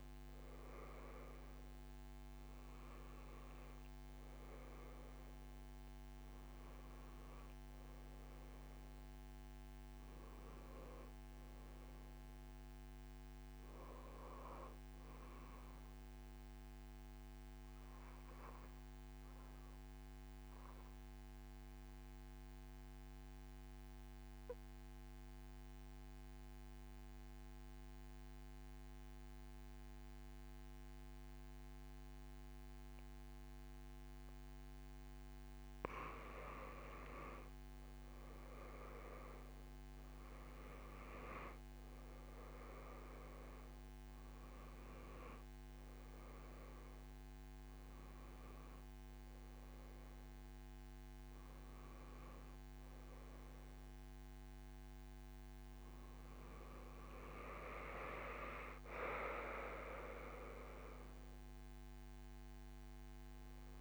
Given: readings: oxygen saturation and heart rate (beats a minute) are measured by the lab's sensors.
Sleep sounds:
breathing in sleep by a microphone on the trachea; 1
0.00-1.00 s: arousal
1.00-16.00 s: oxygen desaturation (device-marked, oxygen 96% before, 92% lowest)
16.00-35.00 s: mixed apnea (oxygen 96% before, 88% lowest)
36.00-62.00 s: oxygen desaturation (device-marked, oxygen 96% before, 88% lowest)
38.00-43.00 s: arousal
40.00-60.00 s: tachycardia (device-marked)
From the record:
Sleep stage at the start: N2 (light sleep); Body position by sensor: on the back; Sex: female

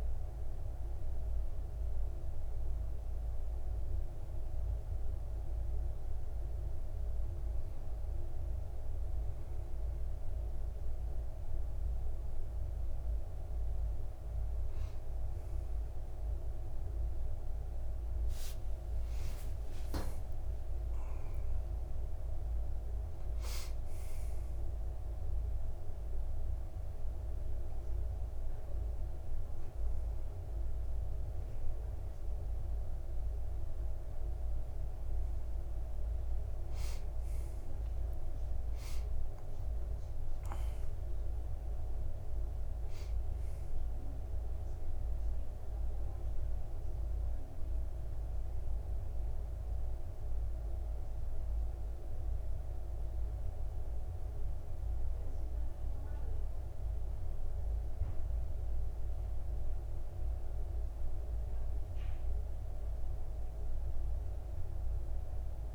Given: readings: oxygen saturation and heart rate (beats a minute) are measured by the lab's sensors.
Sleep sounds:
breathing in sleep, hard to hear, by a room microphone; none
20.50-22.50 s: long interval between heartbeats (device-marked, heart rate 59 before, 78 extreme)
From the record:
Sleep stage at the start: N1 (lightest sleep); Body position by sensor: on the back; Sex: male

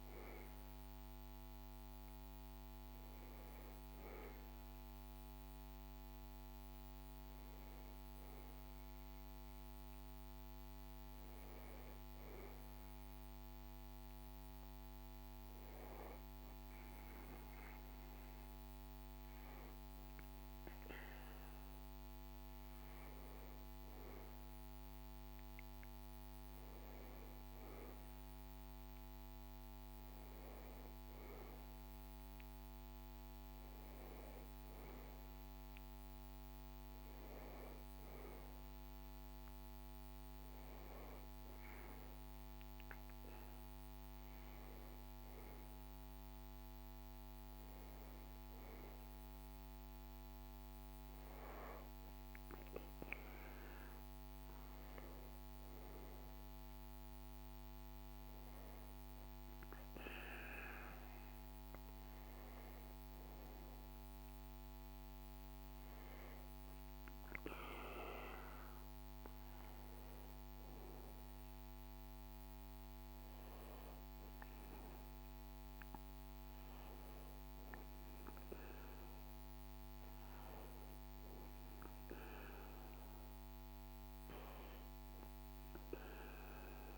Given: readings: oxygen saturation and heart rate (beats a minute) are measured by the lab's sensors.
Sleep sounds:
breathing in sleep, hard to hear, by a microphone on the trachea; none
none scored
From the record:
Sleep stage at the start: N2 (light sleep); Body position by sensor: on the back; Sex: male

